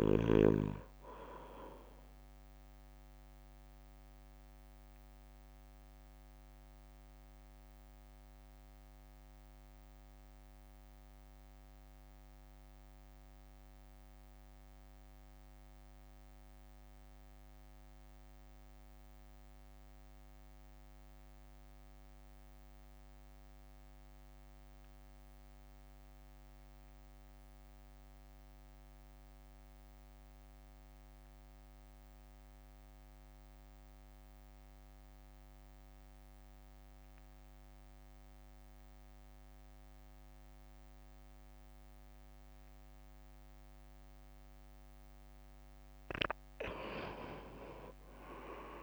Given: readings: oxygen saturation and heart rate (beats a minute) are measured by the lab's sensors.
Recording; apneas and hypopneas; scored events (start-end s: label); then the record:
breathing in sleep by a microphone on the trachea; 1
0.00-5.00 s: drop in pulse transit time (device-marked, heart rate 53 extreme)
0.00-5.00 s: oxygen desaturation (device-marked, oxygen 92% lowest, heart rate 54 extreme)
4.00-44.50 s: mixed apnea (oxygen 96% before, 86% lowest, heart rate 58 before, 51 extreme, up 2 after)
33.00-48.83 s: oxygen desaturation (device-marked, oxygen 99% before, 88% lowest, heart rate 62 before, 51 extreme)
From the record:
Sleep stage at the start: N2 (light sleep); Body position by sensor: on the right side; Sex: male